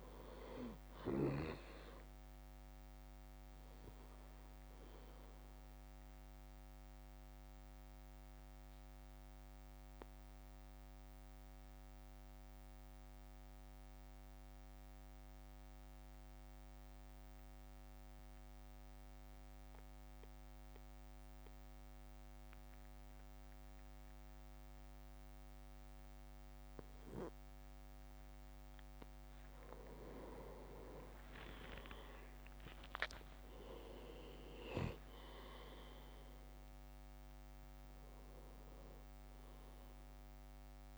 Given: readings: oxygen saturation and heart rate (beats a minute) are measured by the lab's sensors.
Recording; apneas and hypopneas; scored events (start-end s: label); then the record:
breathing in sleep by a microphone on the trachea; 1
0.00-6.50 s: drop in pulse transit time (device-marked, heart rate 53 extreme)
6.50-29.00 s: mixed apnea (oxygen 99% before, 95% lowest, heart rate 56 before, 52 extreme, up 7 after)
30.50-35.00 s: arousal
31.50-40.97 s: oxygen desaturation (device-marked, oxygen 100% before, 96% lowest, heart rate 54 before, 52 extreme)
32.50-40.97 s: drop in pulse transit time (device-marked, heart rate 54 before, 55 extreme)
From the record:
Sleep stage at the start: N2 (light sleep); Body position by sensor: on the back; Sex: male